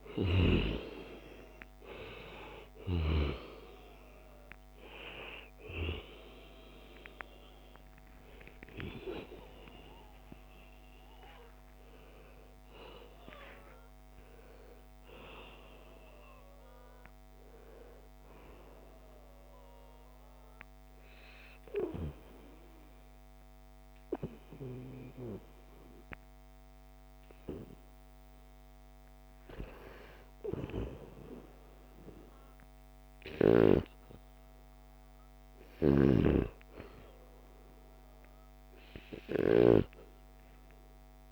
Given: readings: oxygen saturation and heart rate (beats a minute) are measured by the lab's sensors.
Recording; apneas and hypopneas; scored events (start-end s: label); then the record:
breathing in sleep by a microphone on the trachea; 1
0.00-2.00 s: long interval between heartbeats (device-marked, heart rate 74 before, 85 extreme)
0.00-20.00 s: oxygen desaturation (device-marked, oxygen 89% lowest, heart rate 74 extreme)
9.00-14.00 s: arousal
11.00-13.00 s: long interval between heartbeats (device-marked, heart rate 83 before, 90 extreme)
19.00-29.50 s: obstructive apnea (oxygen 95% before, 91% lowest, heart rate 87 before, 76 extreme, up 0 after)
From the record:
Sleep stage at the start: N2 (light sleep); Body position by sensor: on the back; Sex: male